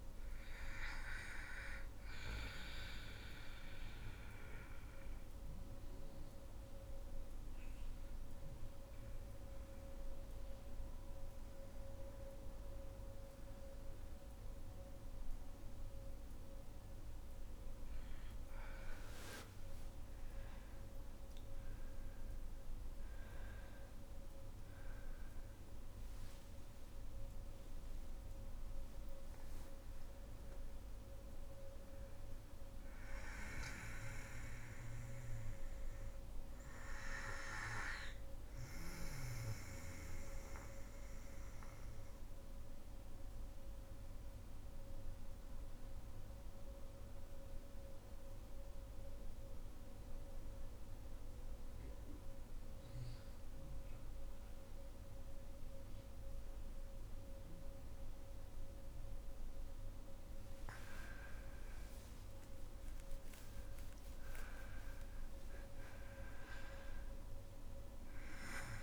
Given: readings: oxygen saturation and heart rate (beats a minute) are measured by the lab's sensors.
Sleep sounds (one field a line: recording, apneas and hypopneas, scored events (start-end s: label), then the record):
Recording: breathing in sleep by a room microphone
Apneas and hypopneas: 2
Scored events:
3.00-16.00 s: obstructive apnea (oxygen 98% before, 89% lowest, heart rate 56 before, 50 extreme, up 18 after)
18.00-22.00 s: arousal
24.50-44.50 s: oxygen desaturation (device-marked, oxygen 96% before, 89% lowest, heart rate 55 before, 47 extreme)
29.00-31.00 s: long interval between heartbeats (device-marked, heart rate 58 before, 80 extreme)
38.50-57.50 s: obstructive apnea (oxygen 96% before, 89% lowest, heart rate 67 before, 47 extreme, up 19 after)
59.50-68.83 s: oxygen desaturation (device-marked, oxygen 99% before, 90% lowest, heart rate 51 before, 52 extreme)
60.00-65.50 s: arousal
From the record:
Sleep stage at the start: REM sleep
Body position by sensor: on the back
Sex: female